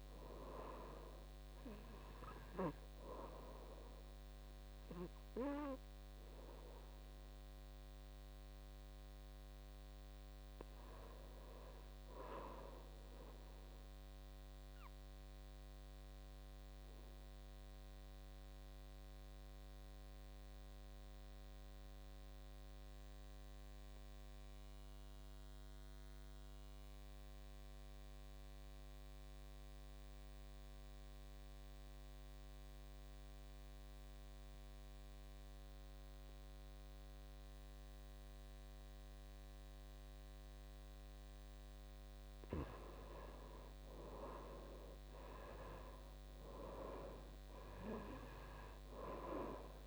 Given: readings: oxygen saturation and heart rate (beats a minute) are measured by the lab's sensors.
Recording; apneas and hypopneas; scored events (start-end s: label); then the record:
breathing in sleep by a microphone on the trachea; 1
0.00-19.50 s: oxygen desaturation (device-marked, oxygen 85% lowest, heart rate 54 extreme)
14.50-43.00 s: obstructive apnea (oxygen 96% before, 79% lowest, heart rate 62 before, 54 extreme, up 9 after)
39.50-49.87 s: oxygen desaturation (device-marked, oxygen 96% before, 79% lowest, heart rate 57 before, 54 extreme)
45.00-48.50 s: arousal
From the record:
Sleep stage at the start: N2 (light sleep); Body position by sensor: on the back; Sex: male